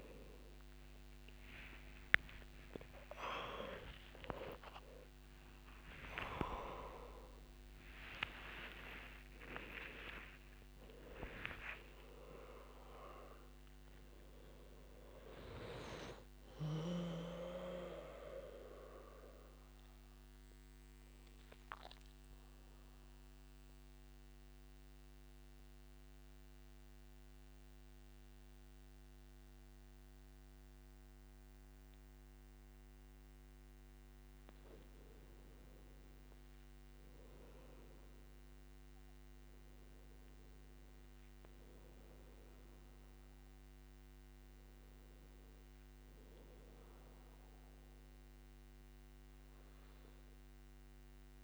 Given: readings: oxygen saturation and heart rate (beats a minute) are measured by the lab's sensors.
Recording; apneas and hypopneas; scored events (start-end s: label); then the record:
a person partly awake in a sleep study, by a microphone on the trachea; 1
10.50-12.50 s: long interval between heartbeats (device-marked, heart rate 104 before, 116 extreme)
15.50-17.50 s: long interval between heartbeats (device-marked, heart rate 116 before, 98 extreme)
22.00-51.44 s: new sleep stage, N1 (lightest sleep)
23.00-34.50 s: central apnea (oxygen 99% before, 95% lowest, heart rate 114 before, 49 extreme, up 4 after)
38.00-41.50 s: arousal
43.00-51.44 s: oxygen desaturation (device-marked, oxygen 100% before, 95% lowest, heart rate 65 before, 49 extreme)
From the record:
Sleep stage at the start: awake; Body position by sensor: on the back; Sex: male